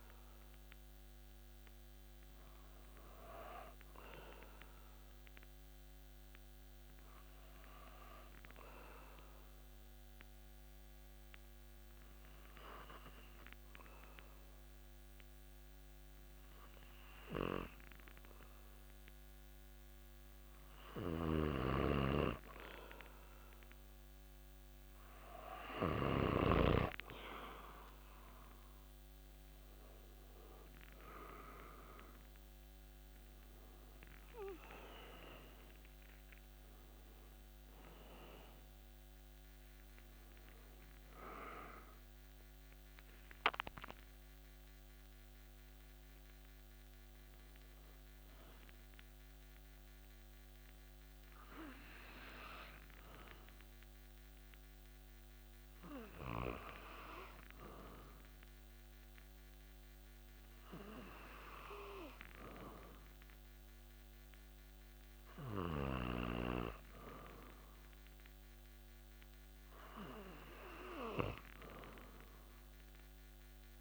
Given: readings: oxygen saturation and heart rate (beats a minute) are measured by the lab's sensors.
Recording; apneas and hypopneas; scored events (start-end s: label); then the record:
breathing in sleep by a microphone on the trachea; 1
7.00-21.50 s: obstructive apnea (oxygen 97% before, 94% lowest)
21.00-26.50 s: snoring (device-marked)
26.50-41.50 s: oxygen desaturation (device-marked, oxygen 97% before, 94% lowest)
28.50-34.00 s: arousal
From the record:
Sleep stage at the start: N2 (light sleep); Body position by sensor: on the back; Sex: male